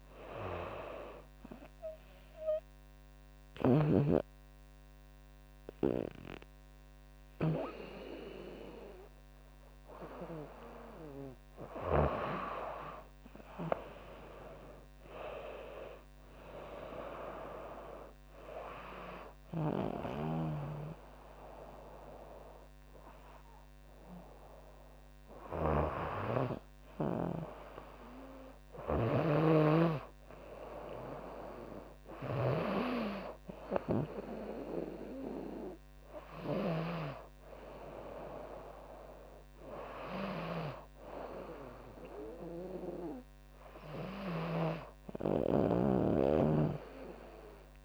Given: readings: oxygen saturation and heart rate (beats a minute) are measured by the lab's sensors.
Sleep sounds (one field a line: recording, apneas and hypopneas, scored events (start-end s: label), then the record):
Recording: breathing in sleep by a microphone on the trachea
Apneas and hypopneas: 1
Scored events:
2.50-12.50 s: mixed apnea (oxygen 98% before, 96% lowest, heart rate 76 before, 70 extreme, up 12 after)
15.00-18.50 s: arousal
From the record:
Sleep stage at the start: N2 (light sleep)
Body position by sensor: on the right side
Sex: female